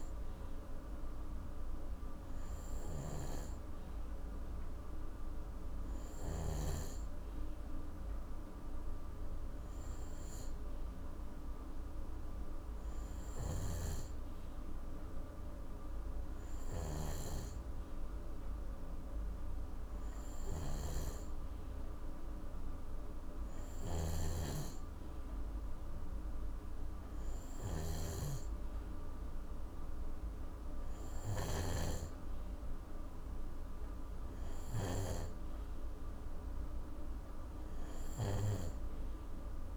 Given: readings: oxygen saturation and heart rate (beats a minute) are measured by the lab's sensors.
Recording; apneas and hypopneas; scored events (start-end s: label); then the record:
breathing in sleep by a room microphone; none
2.50-6.50 s: snoring (device-marked)
13.00-35.00 s: snoring (device-marked)
From the record:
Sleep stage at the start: N2 (light sleep); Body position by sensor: on the right side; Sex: male